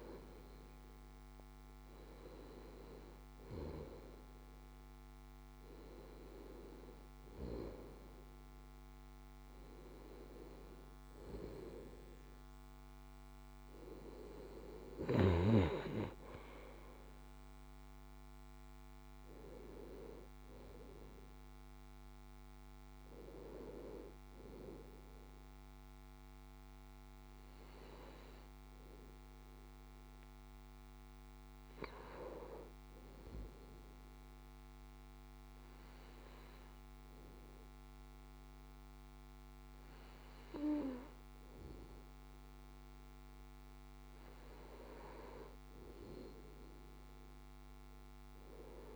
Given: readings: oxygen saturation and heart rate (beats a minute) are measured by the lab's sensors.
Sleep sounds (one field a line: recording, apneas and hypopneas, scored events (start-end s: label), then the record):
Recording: breathing in sleep by a microphone on the trachea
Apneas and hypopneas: none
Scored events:
none scored
From the record:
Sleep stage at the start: N2 (light sleep)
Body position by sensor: on the left side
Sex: male